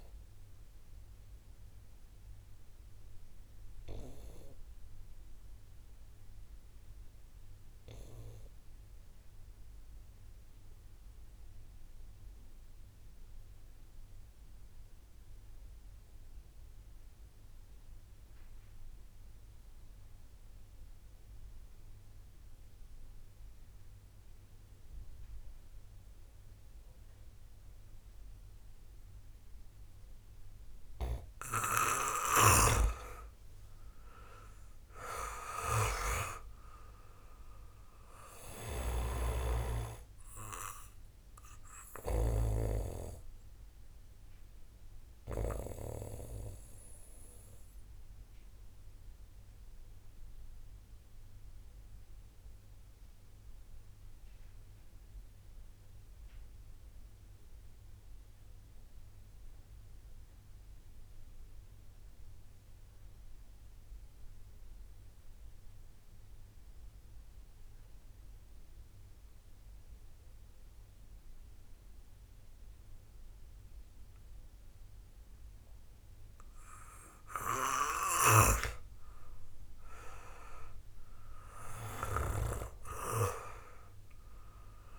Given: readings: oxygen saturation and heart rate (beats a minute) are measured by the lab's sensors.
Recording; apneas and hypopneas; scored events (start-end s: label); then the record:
breathing in sleep by a room microphone; 2
0.00-10.50 s: oxygen desaturation (device-marked, oxygen 92% lowest)
0.50-30.00 s: obstructive apnea (oxygen 97% before, 90% lowest)
24.50-28.50 s: oxygen desaturation (device-marked, oxygen 97% before, 95% lowest)
32.00-36.00 s: arousal
45.50-77.50 s: obstructive apnea (oxygen 97% before, 90% lowest)
76.50-84.98 s: oxygen desaturation (device-marked, oxygen 98% before, 90% lowest)
80.00-84.00 s: arousal
81.50-84.98 s: snoring (device-marked)
From the record:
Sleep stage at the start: N2 (light sleep); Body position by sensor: on the back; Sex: male